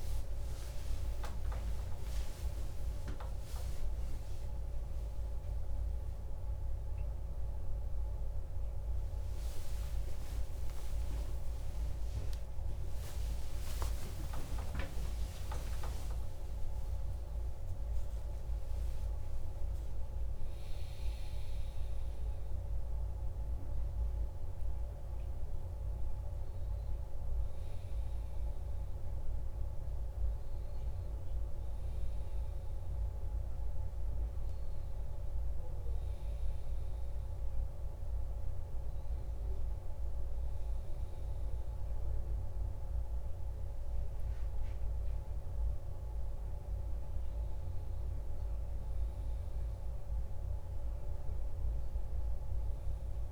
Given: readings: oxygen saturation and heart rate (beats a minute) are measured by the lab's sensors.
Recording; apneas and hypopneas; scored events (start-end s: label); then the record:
a person awake in a sleep study, hard to hear, by a room microphone; none
46.50-53.32 s: new sleep stage, N1 (lightest sleep)
From the record:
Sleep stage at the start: awake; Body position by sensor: on the back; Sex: male